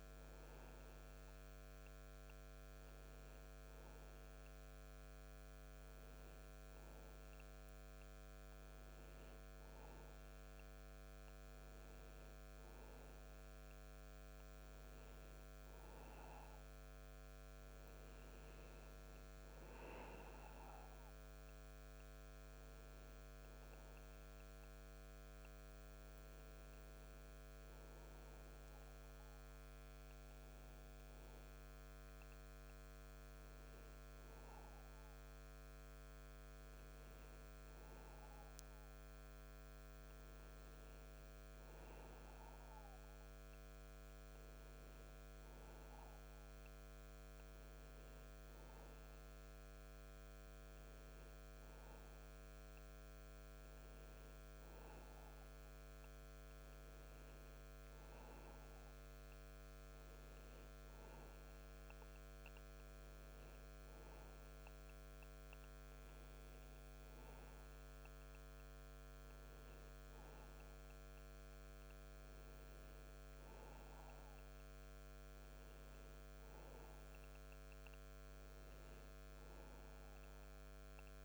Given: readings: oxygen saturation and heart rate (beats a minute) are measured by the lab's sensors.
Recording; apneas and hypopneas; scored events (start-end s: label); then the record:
breathing in sleep, hard to hear, by a microphone on the trachea; none
none scored
From the record:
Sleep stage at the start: N2 (light sleep); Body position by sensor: on the back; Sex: male